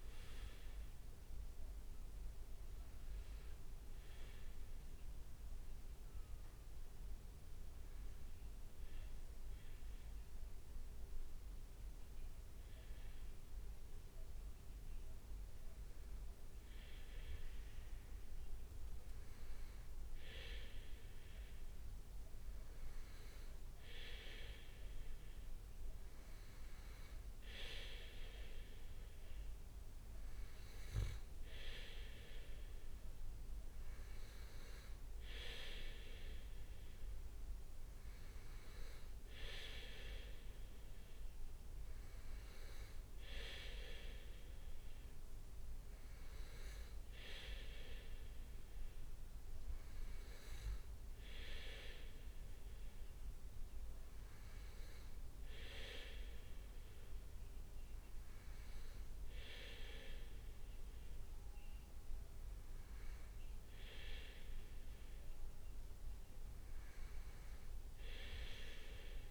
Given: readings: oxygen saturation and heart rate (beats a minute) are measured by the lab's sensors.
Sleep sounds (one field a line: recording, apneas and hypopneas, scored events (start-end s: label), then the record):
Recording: breathing in sleep by a room microphone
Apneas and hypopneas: none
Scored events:
0.00-1.00 s: leg movement (device-marked)
22.00-23.50 s: leg movement (device-marked)
From the record:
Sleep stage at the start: N2 (light sleep)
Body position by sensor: on the back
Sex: male